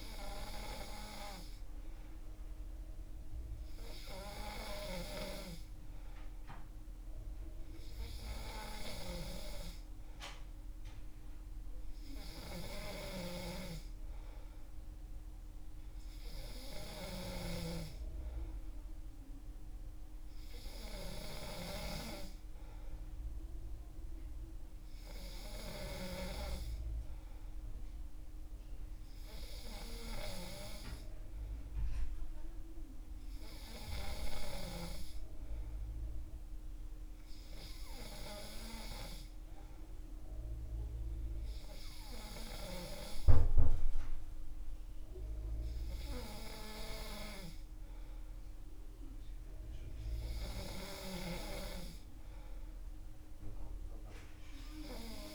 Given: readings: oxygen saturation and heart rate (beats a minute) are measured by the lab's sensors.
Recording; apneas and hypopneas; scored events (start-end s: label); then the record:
breathing in sleep by a room microphone; none
none scored
From the record:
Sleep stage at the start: N2 (light sleep); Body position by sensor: on the back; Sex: male